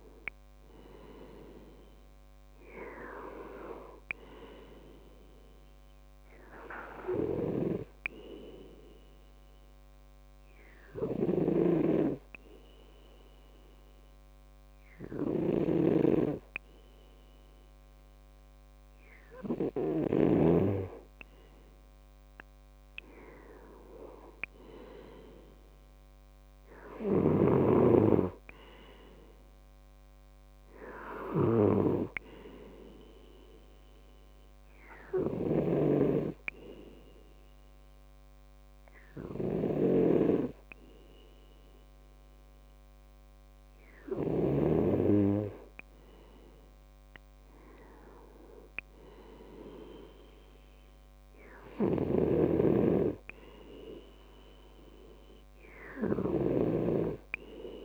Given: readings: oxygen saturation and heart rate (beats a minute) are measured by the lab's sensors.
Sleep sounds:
breathing in sleep by a microphone on the trachea; 2
0.00-3.00 s: arousal
9.00-19.50 s: hypopnea (oxygen 98% before, 95% lowest, heart rate 68 before, 65 extreme, up 3 after)
35.00-45.50 s: hypopnea (oxygen 97% before, 93% lowest, heart rate 68 before, 64 extreme, up 4 after)
48.00-50.50 s: arousal
From the record:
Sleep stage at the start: N2 (light sleep); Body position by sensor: on the left side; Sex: male

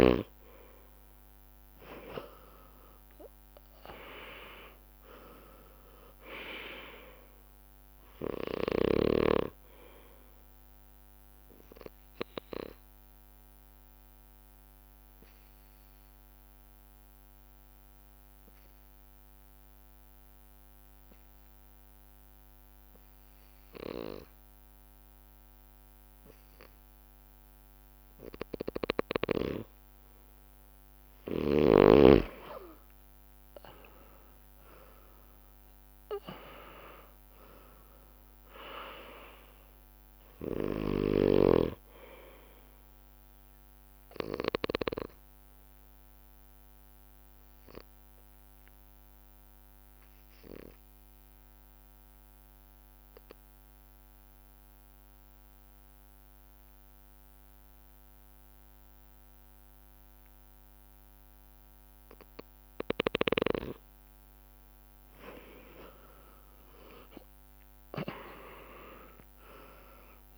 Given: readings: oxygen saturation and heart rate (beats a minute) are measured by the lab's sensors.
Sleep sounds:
breathing in sleep by a microphone on the trachea; 2
0.00-5.50 s: arousal
0.00-70.38 s: bradycardia (device-marked)
4.00-26.00 s: oxygen desaturation (device-marked, oxygen 99% before, 93% lowest)
12.00-30.00 s: obstructive apnea (oxygen 99% before, 92% lowest)
31.00-36.00 s: arousal
42.00-60.00 s: oxygen desaturation (device-marked, oxygen 97% before, 92% lowest)
44.50-63.50 s: obstructive apnea (oxygen 99% before, 92% lowest)
65.50-67.50 s: long interval between heartbeats (device-marked)
65.50-70.38 s: arousal
From the record:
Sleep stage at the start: N2 (light sleep); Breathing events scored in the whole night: 246 in 3.6 hours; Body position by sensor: on the back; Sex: male

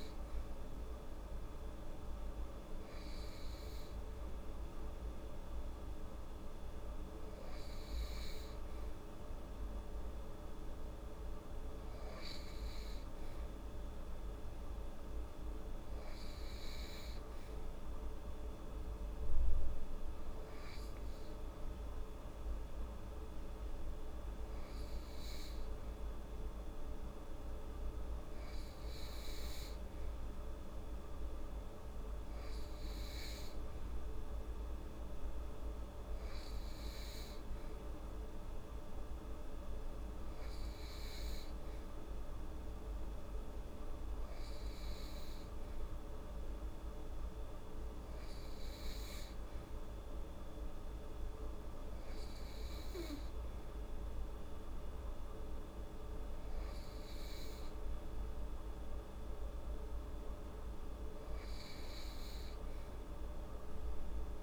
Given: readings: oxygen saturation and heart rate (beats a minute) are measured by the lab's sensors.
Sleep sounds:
breathing in sleep, hard to hear, by a room microphone; none
none scored
From the record:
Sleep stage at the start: N2 (light sleep); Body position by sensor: on the right side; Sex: female

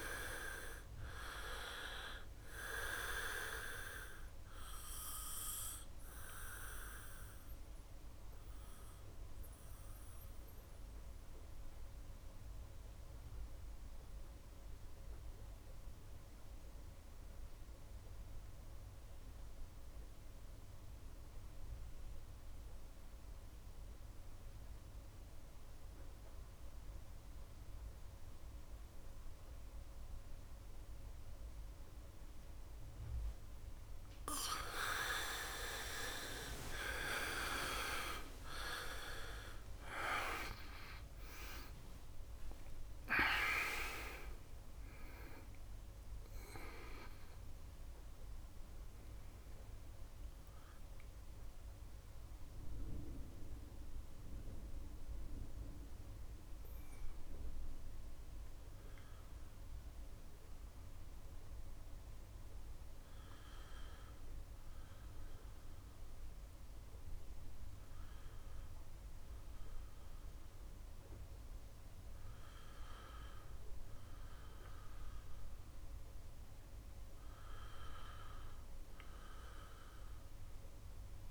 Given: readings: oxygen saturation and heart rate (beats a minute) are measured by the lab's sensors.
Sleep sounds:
breathing in sleep by a room microphone; 1
0.00-21.50 s: oxygen desaturation (device-marked, oxygen 81% lowest, heart rate 62 extreme)
4.50-34.50 s: mixed apnea (oxygen 99% before, 80% lowest, heart rate 70 before, 62 extreme)
28.50-66.50 s: oxygen desaturation (device-marked, oxygen 99% before, 80% lowest, heart rate 67 before, 67 extreme)
36.00-41.00 s: arousal
37.00-39.00 s: long interval between heartbeats (device-marked, heart rate 69 before, 87 extreme)
37.50-81.31 s: new sleep stage, N1 (lightest sleep)
39.50-41.50 s: long interval between heartbeats (device-marked, heart rate 75 before, 142 extreme)
42.00-44.00 s: long interval between heartbeats (device-marked, heart rate 82 before, 162 extreme)
From the record:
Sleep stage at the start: N2 (light sleep); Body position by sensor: on the back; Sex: male

